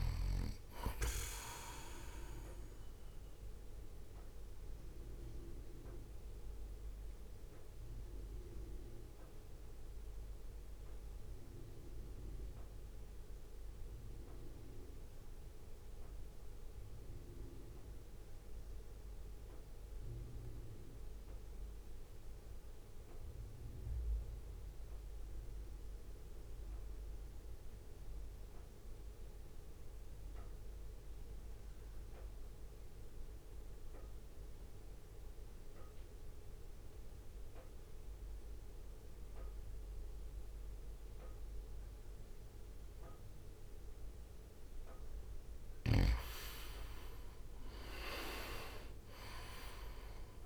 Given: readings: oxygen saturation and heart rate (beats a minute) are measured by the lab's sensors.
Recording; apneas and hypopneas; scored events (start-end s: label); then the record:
breathing in sleep by a room microphone; 1
0.00-4.50 s: oxygen desaturation (device-marked, oxygen 91% lowest, heart rate 54 extreme)
0.00-6.50 s: drop in pulse transit time (device-marked, heart rate 54 extreme)
4.00-46.00 s: mixed apnea (oxygen 99% before, 84% lowest, heart rate 61 before, 53 extreme, up 9 after)
13.50-25.50 s: oxygen desaturation (device-marked, oxygen 93% before, 86% lowest, heart rate 57 before, 54 extreme)
41.50-50.46 s: oxygen desaturation (device-marked, oxygen 97% before, 86% lowest, heart rate 60 before, 53 extreme)
47.50-50.46 s: arousal
From the record:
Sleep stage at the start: REM sleep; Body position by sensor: on the right side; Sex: male